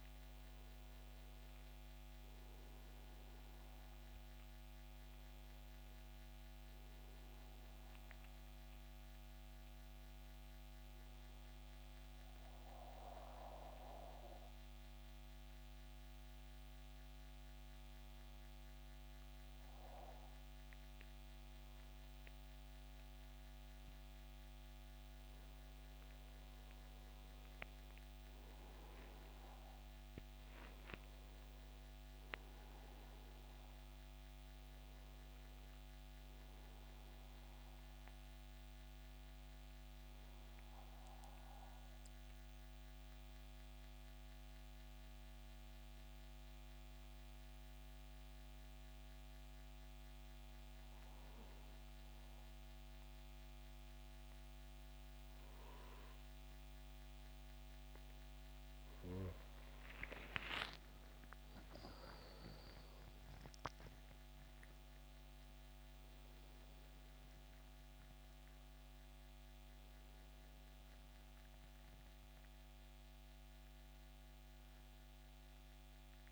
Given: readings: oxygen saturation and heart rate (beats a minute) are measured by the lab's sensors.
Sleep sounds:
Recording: breathing in sleep by a microphone on the trachea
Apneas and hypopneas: 2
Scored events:
0.00-1.00 s: arousal
3.50-20.50 s: oxygen desaturation (device-marked, oxygen 91% before, 88% lowest, heart rate 72 before, 69 extreme)
7.50-76.32 s: new sleep stage, N2 (light sleep)
11.00-24.50 s: hypopnea (oxygen 91% before, 85% lowest, heart rate 75 before, 66 extreme, up 11 after)
26.00-30.00 s: arousal
38.50-52.50 s: oxygen desaturation (device-marked, oxygen 91% before, 88% lowest, heart rate 74 before, 66 extreme)
41.00-59.00 s: mixed apnea (oxygen 92% before, 85% lowest, heart rate 75 before, 66 extreme, up 17 after)
60.00-64.50 s: arousal
67.50-76.32 s: oxygen desaturation (device-marked, oxygen 92% before, 85% lowest, heart rate 71 before, 62 extreme)
From the record:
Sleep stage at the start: N1 (lightest sleep)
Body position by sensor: on the back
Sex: male

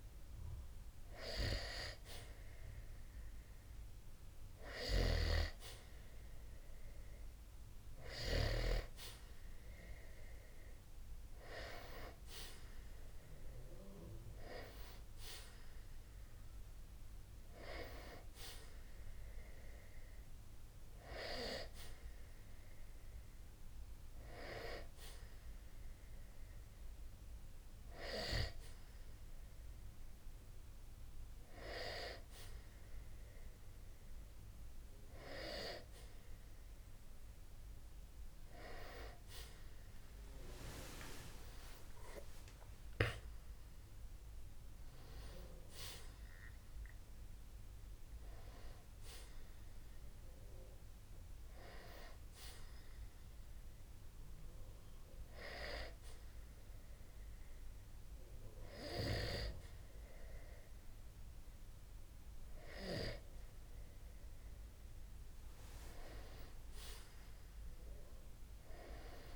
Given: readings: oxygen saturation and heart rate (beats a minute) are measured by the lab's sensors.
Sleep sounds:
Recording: breathing in sleep by a room microphone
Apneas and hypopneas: none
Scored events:
41.00-44.50 s: arousal
From the record:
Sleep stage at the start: N2 (light sleep)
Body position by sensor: on the back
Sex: male

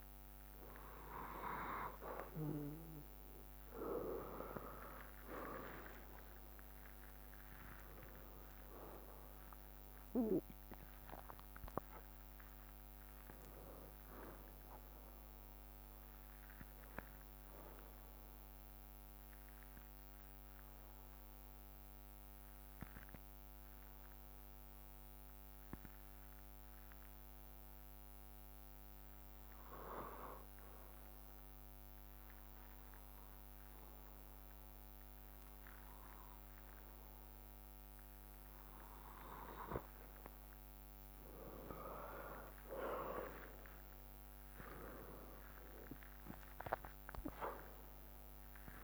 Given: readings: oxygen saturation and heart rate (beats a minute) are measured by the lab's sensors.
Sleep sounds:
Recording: breathing in sleep by a microphone on the trachea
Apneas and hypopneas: 1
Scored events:
0.00-3.00 s: drop in pulse transit time (device-marked, heart rate 48 extreme)
0.00-5.00 s: bradycardia (device-marked, heart rate 48 extreme)
6.00-10.00 s: arousal
15.00-44.00 s: bradycardia (device-marked, heart rate 61 before, 52 extreme)
16.50-39.50 s: obstructive apnea (oxygen 98% before, 94% lowest, heart rate 57 before, 52 extreme, up 9 after)
41.50-45.00 s: arousal
From the record:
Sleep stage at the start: N2 (light sleep)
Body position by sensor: on the back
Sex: male

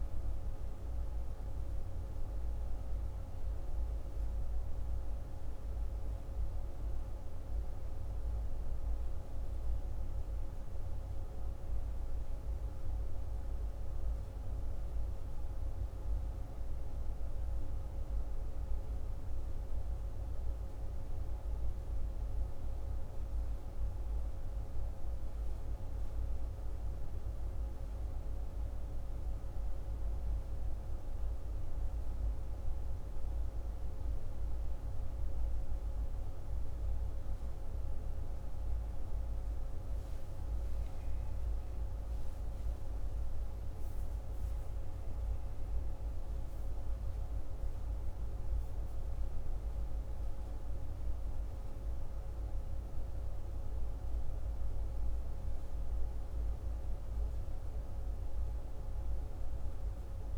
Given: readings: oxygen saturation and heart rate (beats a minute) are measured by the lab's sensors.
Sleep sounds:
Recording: breathing in sleep, hard to hear, by a room microphone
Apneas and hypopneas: none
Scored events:
40.00-43.50 s: arousal
From the record:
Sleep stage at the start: N1 (lightest sleep)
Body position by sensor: on the left side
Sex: male

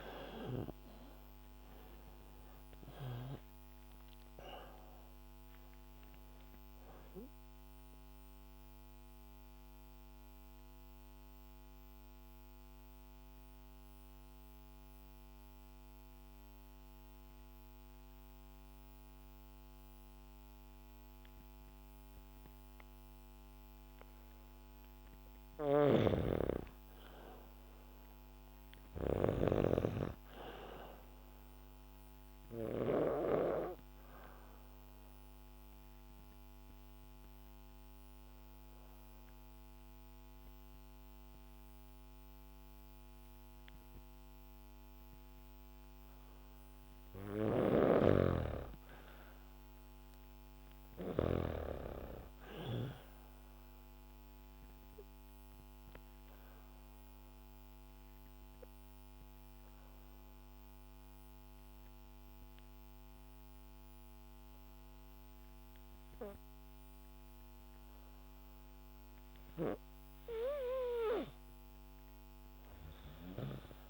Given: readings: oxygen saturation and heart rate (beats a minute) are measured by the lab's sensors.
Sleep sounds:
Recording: breathing in sleep by a microphone on the trachea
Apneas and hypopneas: 3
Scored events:
0.00-1.50 s: arousal
0.00-20.00 s: oxygen desaturation (device-marked, oxygen 92% lowest, heart rate 54 extreme)
6.50-25.50 s: mixed apnea (oxygen 98% before, 92% lowest, heart rate 69 before, 54 extreme, up 12 after)
10.00-18.00 s: bradycardia (device-marked, heart rate 70 before, 54 extreme)
25.00-32.50 s: snoring (device-marked)
26.50-30.00 s: arousal
29.00-47.00 s: oxygen desaturation (device-marked, oxygen 99% before, 95% lowest, heart rate 62 before, 65 extreme)
32.50-46.00 s: obstructive apnea (oxygen 99% before, 94% lowest, heart rate 61 before, 66 extreme, up 1 after)
46.50-51.00 s: snoring (device-marked)
47.50-50.50 s: arousal
53.00-68.00 s: oxygen desaturation (device-marked, oxygen 98% before, 94% lowest, heart rate 67 before, 65 extreme)
53.50-69.50 s: obstructive apnea (oxygen 99% before, 94% lowest, heart rate 67 before, 65 extreme, up 4 after)
72.00-73.89 s: arousal
72.50-73.89 s: snoring (device-marked)
From the record:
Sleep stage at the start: N2 (light sleep)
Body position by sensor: on the back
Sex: female

